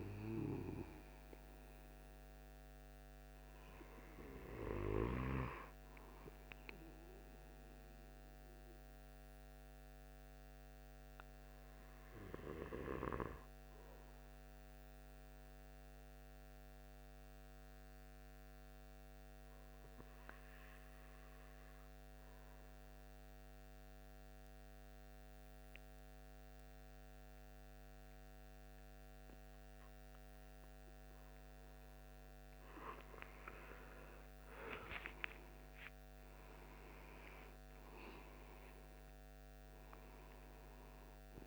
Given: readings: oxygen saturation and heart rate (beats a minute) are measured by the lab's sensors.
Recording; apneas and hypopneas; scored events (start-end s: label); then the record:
breathing in sleep by a microphone on the trachea; 1
9.00-31.50 s: hypopnea (oxygen 97% before, 91% lowest, heart rate 81 before, 72 extreme, up 5 after)
34.00-38.50 s: arousal
36.50-41.47 s: oxygen desaturation (device-marked, oxygen 96% before, 91% lowest, heart rate 79 before, 72 extreme)
From the record:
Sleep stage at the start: N2 (light sleep); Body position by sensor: on the right side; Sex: male